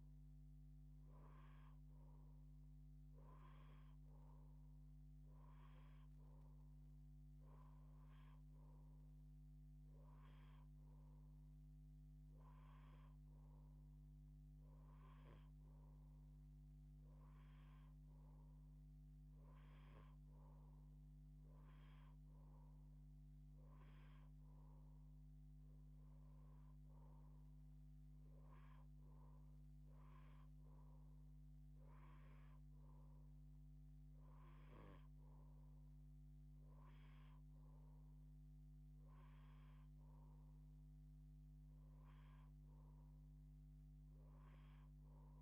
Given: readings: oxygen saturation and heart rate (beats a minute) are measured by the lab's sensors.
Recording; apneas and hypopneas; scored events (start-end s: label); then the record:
breathing in sleep, hard to hear, by a microphone on the trachea; none
none scored
From the record:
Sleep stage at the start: N2 (light sleep); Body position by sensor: on the left side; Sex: female